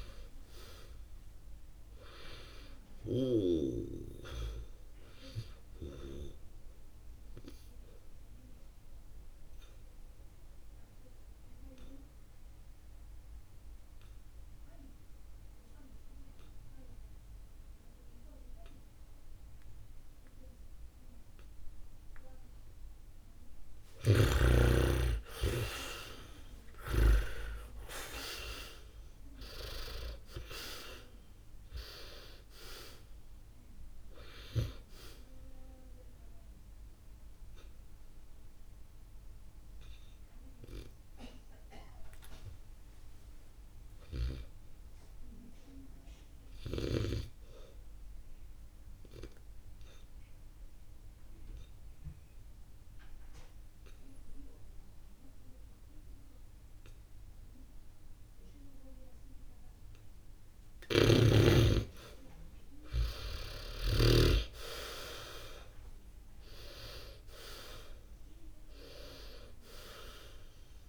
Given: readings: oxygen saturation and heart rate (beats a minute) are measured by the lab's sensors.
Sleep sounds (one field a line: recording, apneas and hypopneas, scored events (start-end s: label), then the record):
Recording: breathing in sleep by a room microphone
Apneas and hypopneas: 2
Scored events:
5.00-12.00 s: oxygen desaturation (device-marked, oxygen 98% before, 92% lowest, heart rate 67 before, 57 extreme)
7.50-22.50 s: obstructive apnea (oxygen 99% before, 82% lowest, heart rate 66 before, 57 extreme, up 2 after)
24.50-28.00 s: arousal
28.00-51.00 s: oxygen desaturation (device-marked, oxygen 95% before, 82% lowest, heart rate 62 before, 58 extreme)
50.00-60.50 s: obstructive apnea (oxygen 95% before, 82% lowest, heart rate 67 before, 58 extreme)
60.50-64.00 s: snoring (device-marked)
62.00-66.50 s: arousal
65.00-70.89 s: oxygen desaturation (device-marked, oxygen 99% before, 82% lowest, heart rate 66 before, 52 extreme)
From the record:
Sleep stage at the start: N2 (light sleep)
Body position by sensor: on the back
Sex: male